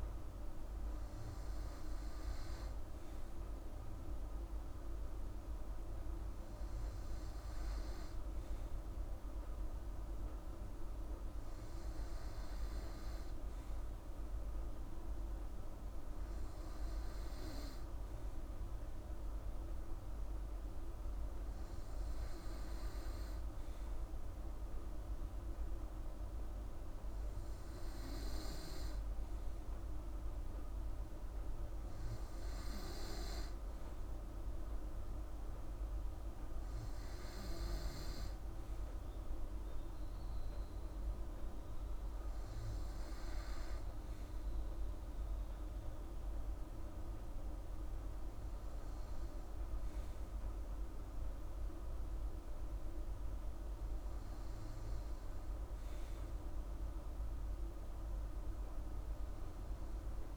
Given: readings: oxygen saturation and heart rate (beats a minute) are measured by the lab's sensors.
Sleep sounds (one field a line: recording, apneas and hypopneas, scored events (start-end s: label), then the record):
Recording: breathing in sleep, hard to hear, by a room microphone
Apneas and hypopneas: none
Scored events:
none scored
From the record:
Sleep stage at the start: N2 (light sleep)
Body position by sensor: on the right side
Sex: female